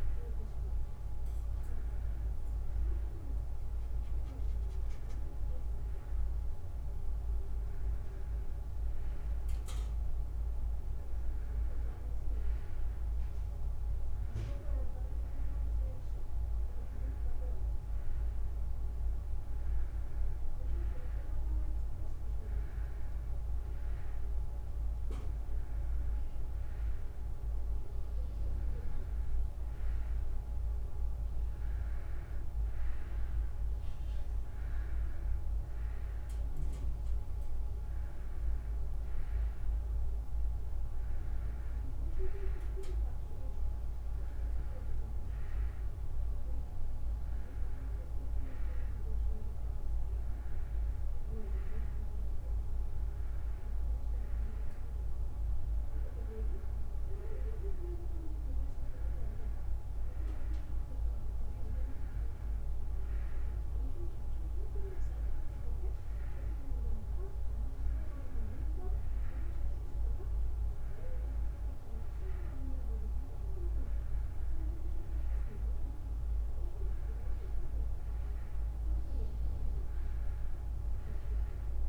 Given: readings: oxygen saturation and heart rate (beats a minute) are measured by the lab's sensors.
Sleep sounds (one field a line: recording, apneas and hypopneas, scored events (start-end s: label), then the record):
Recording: breathing in sleep, hard to hear, by a room microphone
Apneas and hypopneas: none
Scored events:
none scored
From the record:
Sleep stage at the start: N2 (light sleep)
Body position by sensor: on the right side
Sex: female